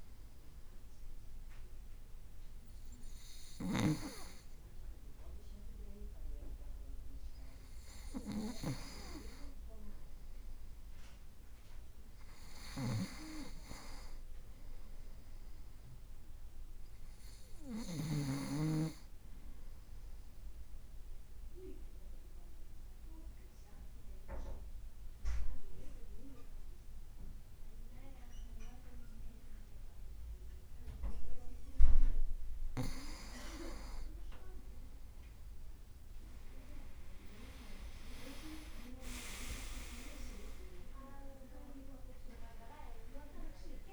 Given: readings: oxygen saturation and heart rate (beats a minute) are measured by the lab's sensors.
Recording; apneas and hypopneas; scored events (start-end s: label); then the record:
breathing in sleep by a room microphone; 1
0.00-4.00 s: snoring (device-marked)
8.50-17.50 s: leg movement (device-marked)
12.50-18.00 s: snoring (device-marked)
21.00-32.50 s: obstructive apnea (oxygen 96% before, 94% lowest, heart rate 55 before, 55 extreme, up 3 after)
26.00-30.00 s: leg movement (device-marked)
32.00-39.50 s: leg movement (device-marked)
34.00-39.00 s: arousal
From the record:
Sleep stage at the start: N2 (light sleep); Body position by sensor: on the right side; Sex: male